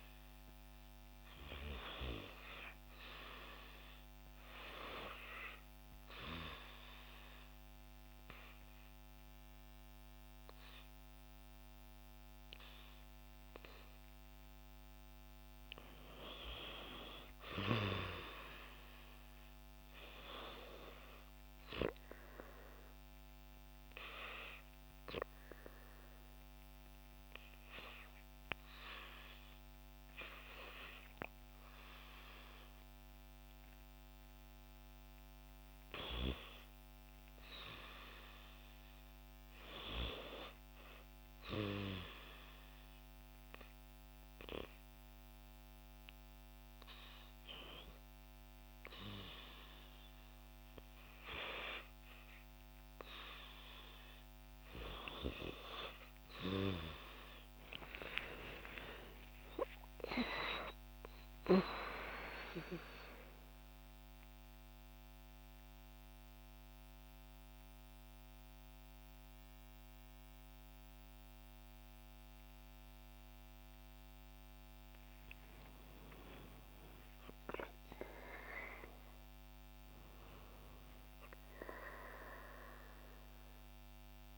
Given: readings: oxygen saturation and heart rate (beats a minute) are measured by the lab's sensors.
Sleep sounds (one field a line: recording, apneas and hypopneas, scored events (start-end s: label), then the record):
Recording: breathing in sleep by a microphone on the trachea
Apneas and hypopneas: 3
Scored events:
2.50-10.50 s: oxygen desaturation (device-marked, oxygen 91% before, 87% lowest, heart rate 67 before, 69 extreme)
5.00-15.00 s: obstructive apnea (oxygen 92% before, 83% lowest, heart rate 67 before, 69 extreme, up 4 after)
15.50-19.50 s: arousal
22.00-34.50 s: obstructive apnea (oxygen 91% before, 83% lowest, heart rate 69 before, 68 extreme, up 0 after)
26.50-37.50 s: oxygen desaturation (device-marked, oxygen 90% before, 86% lowest, heart rate 71 before, 68 extreme)
42.50-53.50 s: oxygen desaturation (device-marked, oxygen 91% before, 84% lowest, heart rate 72 before, 67 extreme)
56.50-60.50 s: arousal
60.50-81.50 s: oxygen desaturation (device-marked, oxygen 87% before, 83% lowest, heart rate 70 before, 62 extreme)
63.00-75.00 s: central apnea (oxygen 91% before, 83% lowest, heart rate 70 before, 64 extreme, up 0 after)
79.00-84.38 s: arousal
From the record:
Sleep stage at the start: REM sleep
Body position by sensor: on the back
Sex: female